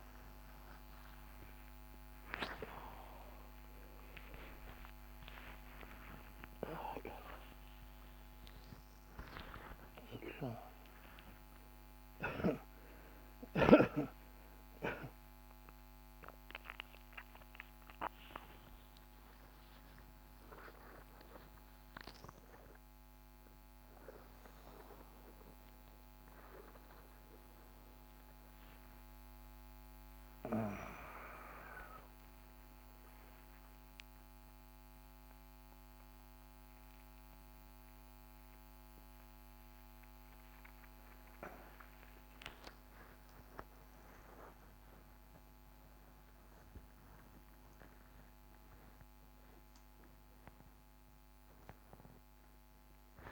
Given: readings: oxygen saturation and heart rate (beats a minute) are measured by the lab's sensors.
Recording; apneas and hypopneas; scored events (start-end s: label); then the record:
a person awake in a sleep study, by a microphone on the trachea; none
9.00-22.00 s: oxygen desaturation (device-marked, oxygen 97% before, 93% lowest, heart rate 58 before, 68 extreme)
From the record:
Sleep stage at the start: awake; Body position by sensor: on the front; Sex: male